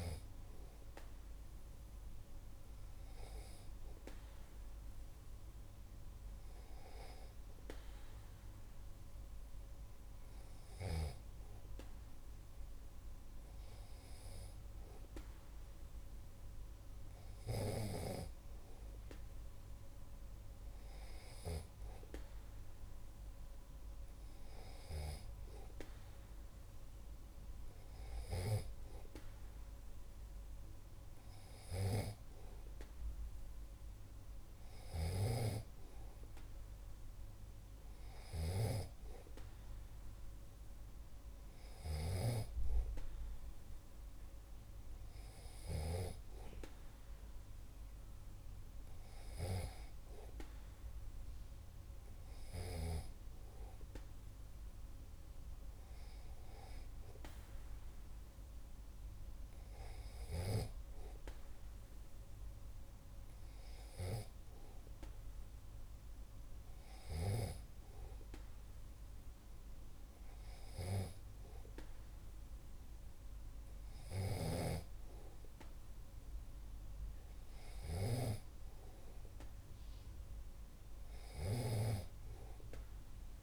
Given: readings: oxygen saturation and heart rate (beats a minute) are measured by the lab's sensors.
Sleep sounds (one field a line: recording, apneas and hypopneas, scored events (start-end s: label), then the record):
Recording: breathing in sleep by a room microphone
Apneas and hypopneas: none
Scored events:
35.00-42.50 s: snoring (device-marked)
74.00-78.50 s: snoring (device-marked)
From the record:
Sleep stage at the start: N2 (light sleep)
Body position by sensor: on the back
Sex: male